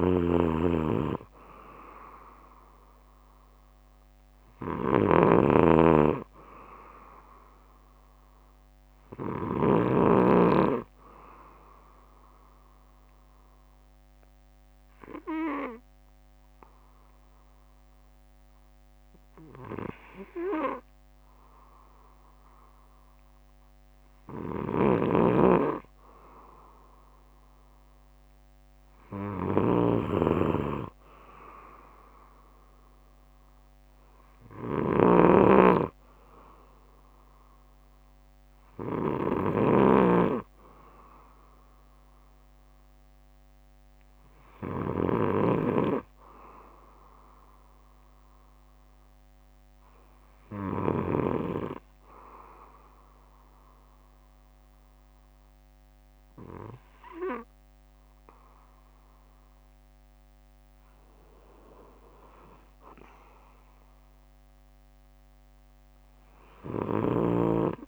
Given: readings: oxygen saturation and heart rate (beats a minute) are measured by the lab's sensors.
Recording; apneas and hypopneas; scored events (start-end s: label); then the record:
breathing in sleep by a microphone on the trachea; 1
0.00-2.00 s: bradycardia (device-marked, heart rate 55 extreme)
0.00-10.00 s: snoring (device-marked)
10.00-12.00 s: bradycardia (device-marked, heart rate 60 before, 60 extreme)
12.50-23.50 s: obstructive apnea (oxygen 96% before, 93% lowest, heart rate 59 before, 57 extreme, up 4 after)
13.00-16.00 s: bradycardia (device-marked, heart rate 60 before, 59 extreme)
18.00-26.00 s: bradycardia (device-marked, heart rate 60 before, 59 extreme)
24.50-51.50 s: snoring (device-marked)
25.50-28.00 s: arousal
32.00-36.00 s: bradycardia (device-marked, heart rate 60 before, 57 extreme)
43.00-59.00 s: bradycardia (device-marked, heart rate 60 before, 54 extreme)
From the record:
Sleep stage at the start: N2 (light sleep); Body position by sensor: on the back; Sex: male